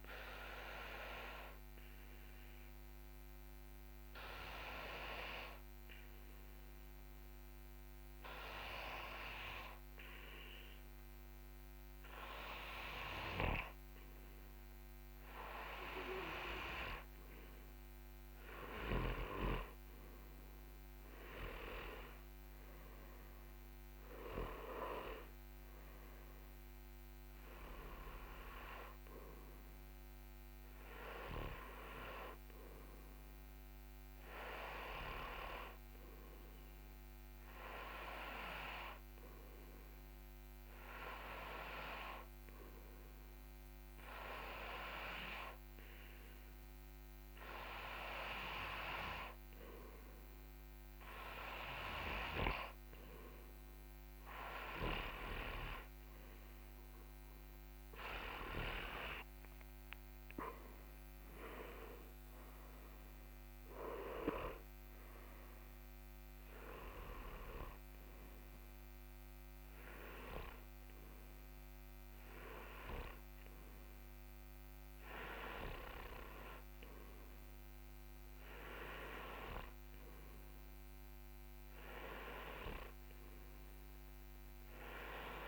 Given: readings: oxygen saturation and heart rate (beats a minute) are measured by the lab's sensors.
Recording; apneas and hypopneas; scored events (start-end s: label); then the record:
breathing in sleep by a microphone on the trachea; 2
2.00-18.50 s: obstructive apnea (oxygen 93% before, 92% lowest)
20.50-23.50 s: arousal
24.00-38.00 s: oxygen desaturation (device-marked, oxygen 96% before, 92% lowest)
37.50-53.50 s: hypopnea (oxygen 96% before, 92% lowest)
83.50-85.48 s: arousal
From the record:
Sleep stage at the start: N2 (light sleep); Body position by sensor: on the front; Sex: male